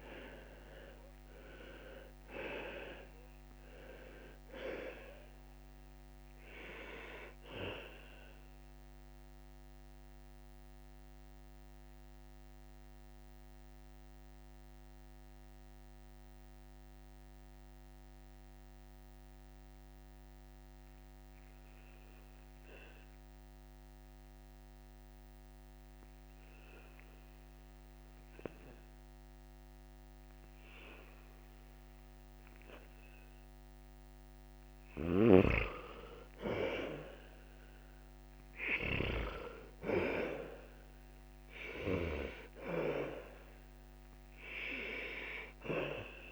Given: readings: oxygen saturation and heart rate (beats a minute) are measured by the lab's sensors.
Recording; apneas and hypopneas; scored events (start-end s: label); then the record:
breathing in sleep by a microphone on the trachea; 1
0.00-4.00 s: arousal
0.00-33.00 s: oxygen desaturation (device-marked, oxygen 86% lowest, heart rate 62 extreme)
9.00-35.00 s: mixed apnea (oxygen 99% before, 86% lowest, heart rate 70 before, 62 extreme, up 6 after)
37.00-42.00 s: arousal
38.00-46.31 s: oxygen desaturation (device-marked, oxygen 99% before, 89% lowest, heart rate 65 before, 63 extreme)
From the record:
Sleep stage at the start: N2 (light sleep); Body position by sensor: on the back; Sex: male